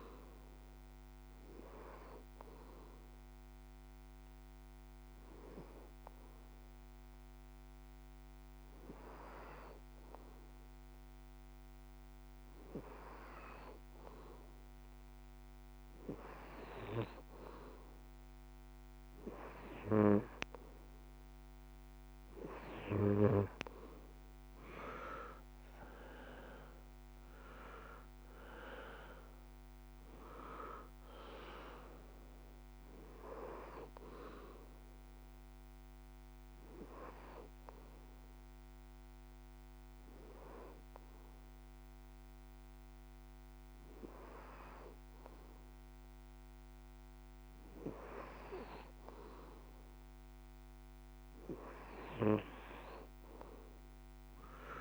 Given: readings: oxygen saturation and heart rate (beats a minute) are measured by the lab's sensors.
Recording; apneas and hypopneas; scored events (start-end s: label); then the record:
breathing in sleep by a microphone on the trachea; 2
0.00-16.00 s: oxygen desaturation (device-marked, oxygen 87% lowest, heart rate 86 extreme)
0.50-14.50 s: hypopnea (oxygen 96% before, 87% lowest, heart rate 117 before, 86 extreme, up 33 after)
16.50-19.50 s: arousal
18.00-45.00 s: oxygen desaturation (device-marked, oxygen 96% before, 87% lowest)
34.50-47.50 s: hypopnea (oxygen 96% before, 87% lowest)
49.00-52.00 s: arousal
53.00-54.81 s: oxygen desaturation (device-marked, oxygen 96% before, 89% lowest)
From the record:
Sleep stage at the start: N2 (light sleep); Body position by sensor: on the back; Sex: male